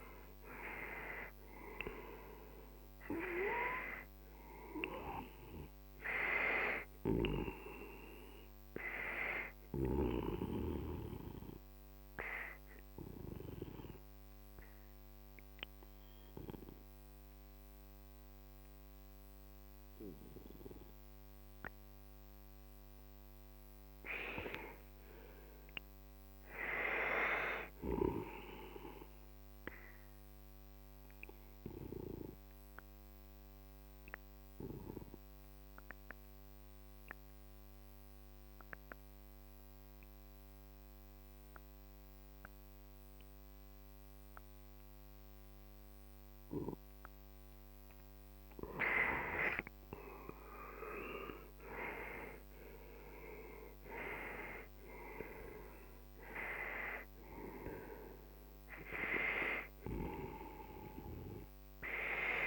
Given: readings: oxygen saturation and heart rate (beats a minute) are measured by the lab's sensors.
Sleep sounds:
breathing in sleep by a microphone on the trachea; 2
0.00-19.50 s: oxygen desaturation (device-marked, oxygen 89% lowest, heart rate 46 extreme)
10.50-23.00 s: obstructive apnea (oxygen 95% before, 89% lowest, heart rate 59 before, 50 extreme, up 12 after)
24.00-27.50 s: arousal
30.50-42.50 s: oxygen desaturation (device-marked, oxygen 98% before, 93% lowest, heart rate 53 before, 44 extreme)
32.50-48.00 s: obstructive apnea (oxygen 98% before, 89% lowest, heart rate 54 before, 44 extreme, up 11 after)
49.50-53.00 s: arousal
50.50-62.47 s: oxygen desaturation (device-marked, oxygen 95% before, 89% lowest, heart rate 55 before, 44 extreme)
From the record:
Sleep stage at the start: N2 (light sleep); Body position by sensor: on the right side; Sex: male

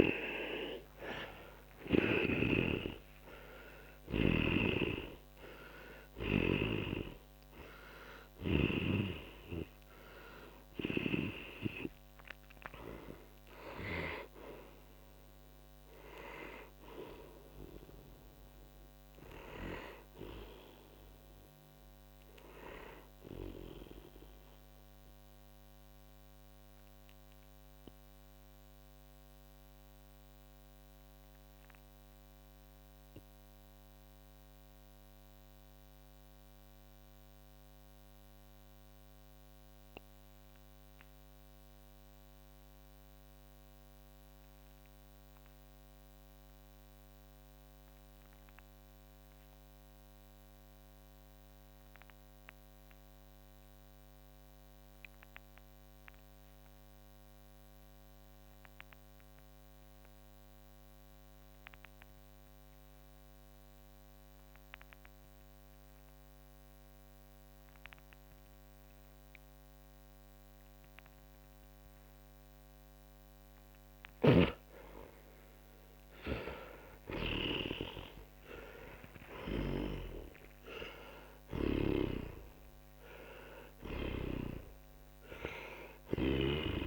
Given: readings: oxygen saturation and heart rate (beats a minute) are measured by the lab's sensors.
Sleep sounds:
breathing in sleep by a microphone on the trachea; 1
0.00-2.00 s: arousal
0.00-6.50 s: snoring (device-marked)
0.00-43.50 s: oxygen desaturation (device-marked, oxygen 81% lowest, heart rate 46 extreme)
24.50-74.00 s: mixed apnea (oxygen 95% before, 81% lowest, heart rate 69 before, 46 extreme, up 12 after)
72.50-86.87 s: oxygen desaturation (device-marked, oxygen 98% before, 85% lowest, heart rate 50 before, 42 extreme)
74.00-77.50 s: snoring (device-marked)
77.00-82.50 s: arousal
79.50-84.00 s: snoring (device-marked)
From the record:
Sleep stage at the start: N2 (light sleep); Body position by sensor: on the back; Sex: male

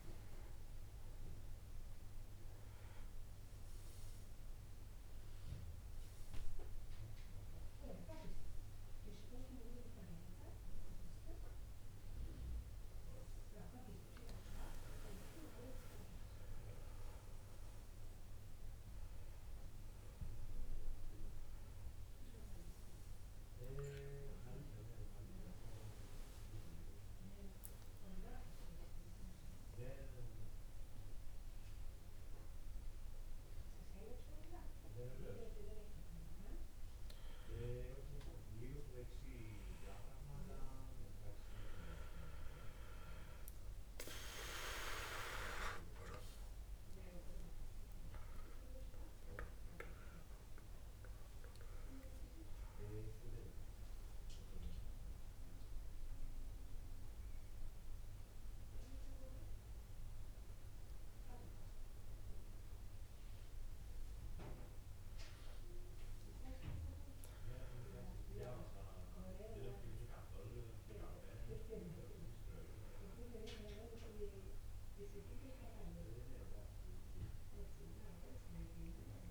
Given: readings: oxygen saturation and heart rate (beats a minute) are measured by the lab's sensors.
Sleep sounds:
breathing in sleep by a room microphone; none
7.50-79.31 s: new sleep stage, N2 (light sleep)
45.50-65.50 s: oxygen desaturation (device-marked, oxygen 98% before, 93% lowest, heart rate 107 before, 92 extreme)
From the record:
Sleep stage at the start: N1 (lightest sleep); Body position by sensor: on the back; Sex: male

